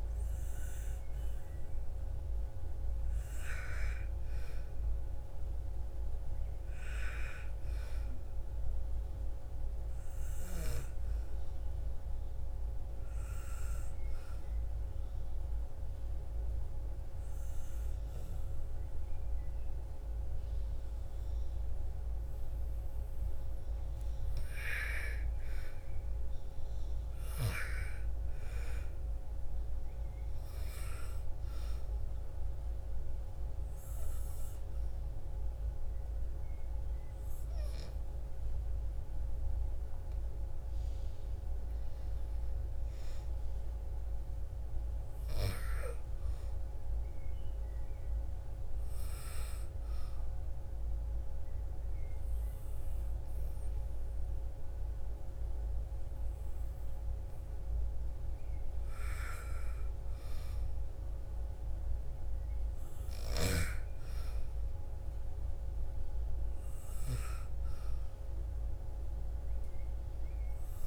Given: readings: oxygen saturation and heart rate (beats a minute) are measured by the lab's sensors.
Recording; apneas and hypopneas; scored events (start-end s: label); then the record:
breathing in sleep by a room microphone; 2
6.00-10.00 s: arousal
13.50-23.50 s: obstructive apnea (oxygen 97% before, 90% lowest, heart rate 60 before, 58 extreme, up 7 after)
21.00-51.00 s: new sleep stage, N1 (lightest sleep)
24.00-27.50 s: arousal
31.00-41.00 s: obstructive apnea (oxygen 97% before, 85% lowest, heart rate 60 before, 57 extreme, up 4 after)
31.00-42.00 s: oxygen desaturation (device-marked, oxygen 96% before, 90% lowest, heart rate 60 before, 57 extreme)
42.50-46.00 s: arousal
51.00-70.87 s: new sleep stage, N2 (light sleep)
68.00-70.87 s: oxygen desaturation (device-marked, oxygen 96% before, 93% lowest, heart rate 59 before, 56 extreme)
From the record:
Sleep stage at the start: REM sleep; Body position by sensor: on the back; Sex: female